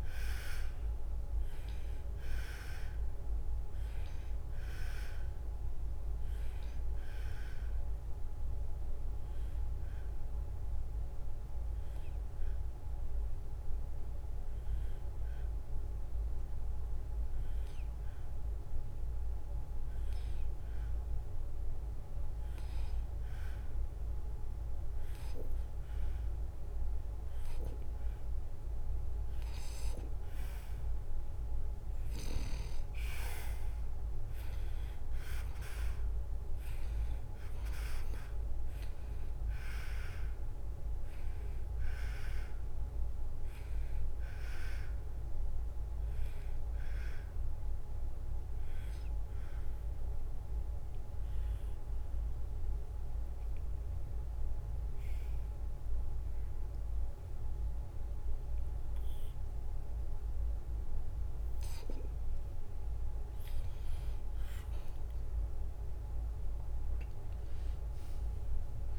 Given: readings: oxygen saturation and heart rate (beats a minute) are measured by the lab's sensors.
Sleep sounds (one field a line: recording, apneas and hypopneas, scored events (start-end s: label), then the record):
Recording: breathing in sleep by a room microphone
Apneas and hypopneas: 2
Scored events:
0.00-17.50 s: oxygen desaturation (device-marked, oxygen 90% lowest, heart rate 71 extreme)
8.50-29.50 s: obstructive apnea (oxygen 94% before, 89% lowest, heart rate 72 before, 71 extreme, up 2 after)
32.50-37.00 s: arousal
45.50-61.50 s: obstructive apnea (oxygen 94% before, 89% lowest, heart rate 72 before, 71 extreme, up 3 after)
48.50-68.98 s: new sleep stage, N2 (light sleep)
64.00-68.50 s: arousal
From the record:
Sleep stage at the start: N1 (lightest sleep)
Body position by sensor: on the back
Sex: male